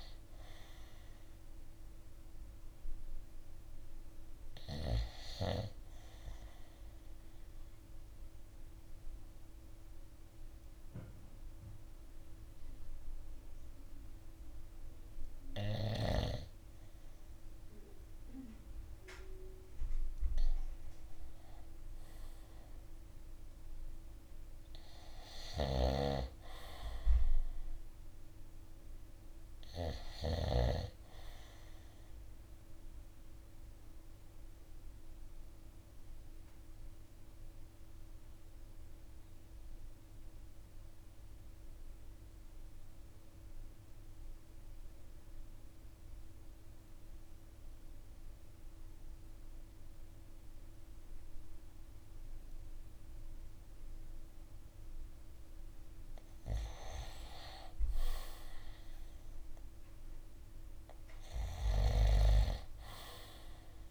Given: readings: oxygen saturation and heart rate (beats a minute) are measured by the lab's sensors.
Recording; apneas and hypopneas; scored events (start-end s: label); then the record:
breathing in sleep by a room microphone; 2
0.00-4.00 s: oxygen desaturation (device-marked, oxygen 90% lowest, heart rate 53 extreme)
6.50-17.00 s: obstructive apnea (oxygen 99% before, 92% lowest, heart rate 53 before, 52 extreme, up 1 after)
20.00-23.50 s: arousal
25.00-30.00 s: snoring (device-marked)
32.50-55.50 s: obstructive apnea (oxygen 99% before, 88% lowest, heart rate 55 before, 51 extreme, up 6 after)
35.00-49.00 s: oxygen desaturation (device-marked, oxygen 96% before, 92% lowest, heart rate 55 before, 51 extreme)
56.50-60.00 s: arousal
From the record:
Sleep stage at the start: N2 (light sleep); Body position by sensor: on the right side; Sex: male